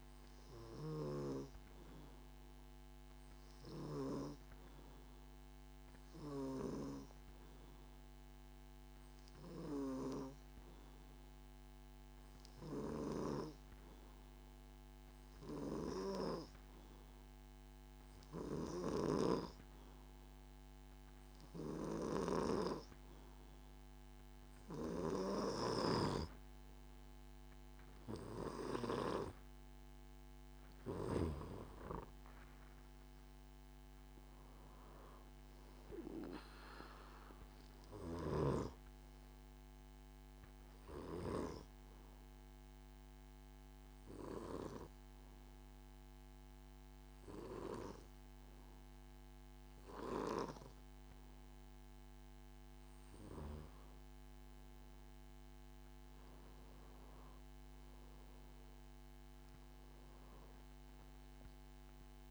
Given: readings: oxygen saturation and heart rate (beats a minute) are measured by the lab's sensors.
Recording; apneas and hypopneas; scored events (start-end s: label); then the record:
breathing in sleep by a microphone on the trachea; 2
0.00-11.00 s: oxygen desaturation (device-marked, oxygen 94% lowest, heart rate 69 extreme)
9.50-27.50 s: hypopnea (oxygen 99% before, 91% lowest, heart rate 70 before, 70 extreme, up 5 after)
18.00-45.00 s: oxygen desaturation (device-marked, oxygen 95% before, 91% lowest, heart rate 70 before, 70 extreme)
30.00-33.50 s: arousal
41.50-52.50 s: obstructive apnea (oxygen 95% before, 91% lowest, heart rate 75 before, 70 extreme, up 13 after)
55.00-59.50 s: arousal
From the record:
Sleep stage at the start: N2 (light sleep); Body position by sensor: on the back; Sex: male